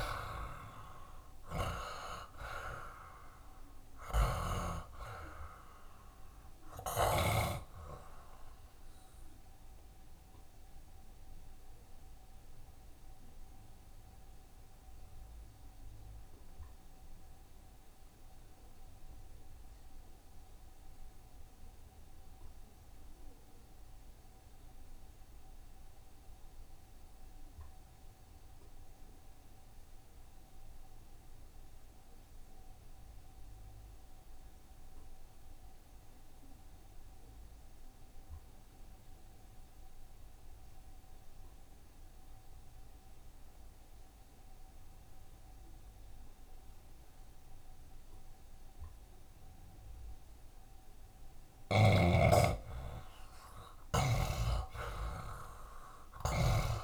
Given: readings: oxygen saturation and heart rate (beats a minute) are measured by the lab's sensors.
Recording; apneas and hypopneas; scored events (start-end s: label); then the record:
breathing in sleep by a room microphone; 1
0.00-2.00 s: arousal
0.00-28.50 s: oxygen desaturation (device-marked, oxygen 70% lowest, heart rate 67 extreme)
10.00-50.00 s: obstructive apnea (oxygen 79% before, 69% lowest, heart rate 72 before, 67 extreme, up 4 after)
30.50-56.84 s: oxygen desaturation (device-marked, oxygen 92% before, 69% lowest, heart rate 68 before, 67 extreme)
52.00-55.50 s: arousal
52.00-56.84 s: snoring (device-marked)
From the record:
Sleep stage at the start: N2 (light sleep); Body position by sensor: on the back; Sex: male